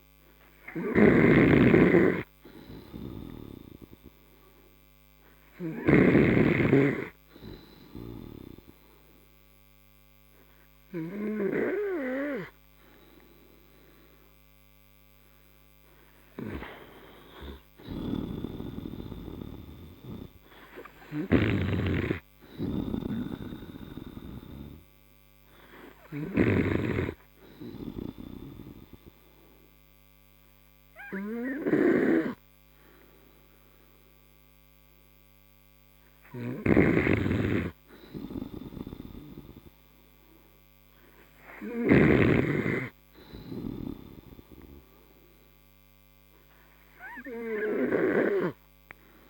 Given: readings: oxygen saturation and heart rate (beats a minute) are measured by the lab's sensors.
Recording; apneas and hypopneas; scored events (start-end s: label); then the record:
breathing in sleep by a microphone on the trachea; none
0.00-1.50 s: arousal
0.00-6.50 s: snoring (device-marked)
6.50-18.50 s: oxygen desaturation (device-marked, oxygen 95% before, 92% lowest)
From the record:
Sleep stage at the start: N3 (deep sleep); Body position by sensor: on the right side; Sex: male